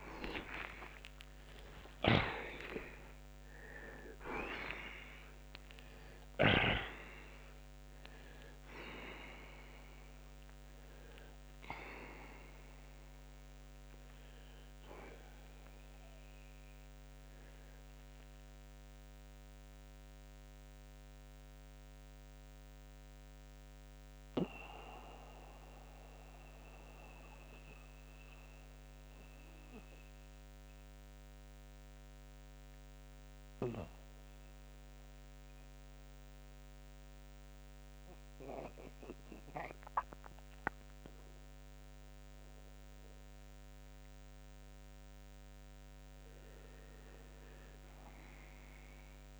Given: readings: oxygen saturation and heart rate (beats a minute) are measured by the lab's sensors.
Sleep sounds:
breathing in sleep by a microphone on the trachea; 1
0.00-4.00 s: arousal
2.50-32.50 s: new sleep stage, N1 (lightest sleep)
23.50-45.00 s: central apnea (oxygen 95% before, 82% lowest, heart rate 66 before, 67 extreme, up 7 after)
25.50-49.40 s: oxygen desaturation (device-marked, oxygen 92% before, 82% lowest, heart rate 61 before, 66 extreme)
32.50-49.40 s: new sleep stage, N2 (light sleep)
From the record:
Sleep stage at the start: N2 (light sleep); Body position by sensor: on the back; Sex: male

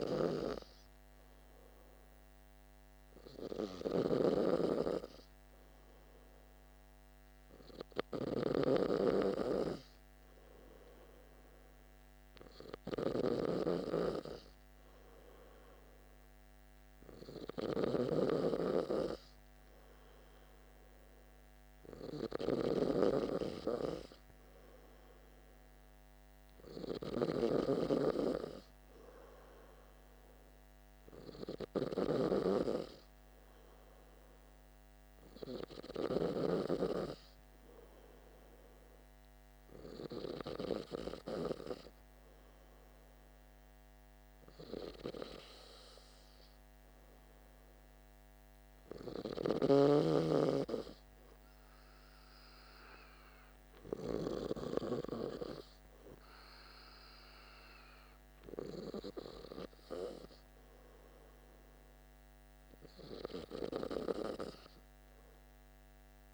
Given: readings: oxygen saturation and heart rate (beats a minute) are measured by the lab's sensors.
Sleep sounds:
breathing in sleep by a microphone on the trachea; none
0.00-32.00 s: snoring (device-marked)
From the record:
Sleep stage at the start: N2 (light sleep); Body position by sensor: on the back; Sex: male

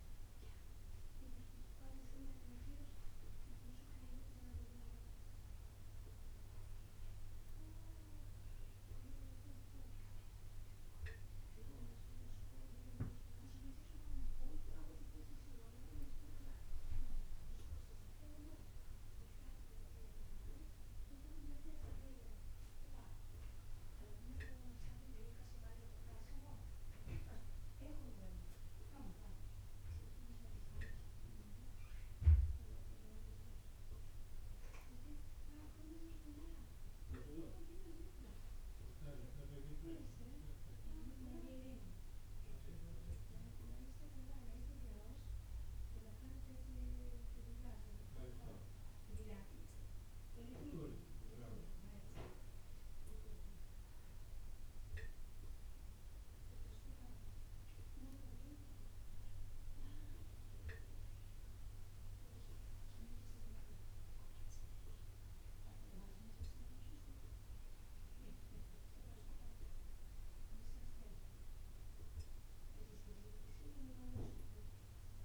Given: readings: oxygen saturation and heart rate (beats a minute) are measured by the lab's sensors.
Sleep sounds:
a person awake in a sleep study, by a room microphone; none
15.00-27.00 s: bradycardia (device-marked)
From the record:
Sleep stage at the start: awake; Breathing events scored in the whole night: 246 in 3.6 hours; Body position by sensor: on the back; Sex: male

